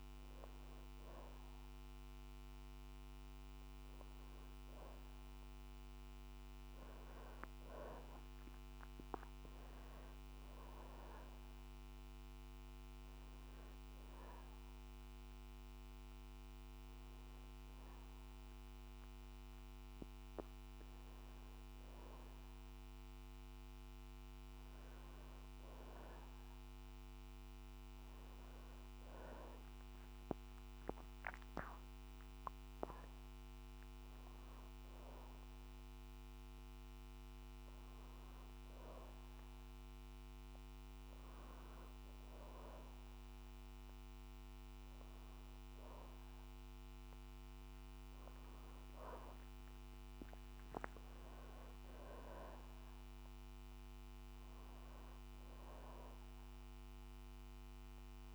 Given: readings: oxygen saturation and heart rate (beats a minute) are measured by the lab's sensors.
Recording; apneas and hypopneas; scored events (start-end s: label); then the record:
breathing in sleep, hard to hear, by a microphone on the trachea; none
none scored
From the record:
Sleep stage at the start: N2 (light sleep); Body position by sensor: on the back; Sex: female